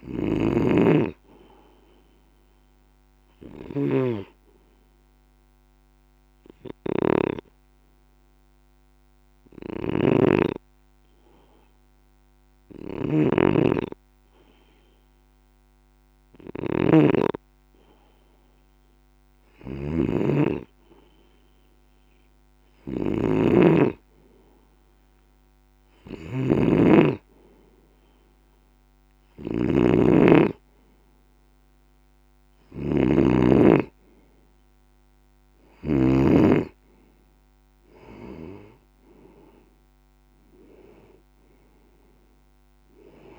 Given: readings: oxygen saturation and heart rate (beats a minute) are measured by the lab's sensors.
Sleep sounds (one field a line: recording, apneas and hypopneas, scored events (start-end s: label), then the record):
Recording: breathing in sleep by a microphone on the trachea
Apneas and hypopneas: 1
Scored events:
0.00-7.00 s: snoring (device-marked)
4.00-18.50 s: hypopnea (oxygen 97% before, 93% lowest)
9.00-35.50 s: snoring (device-marked)
21.50-25.50 s: arousal
From the record:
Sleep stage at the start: N2 (light sleep)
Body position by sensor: on the left side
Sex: male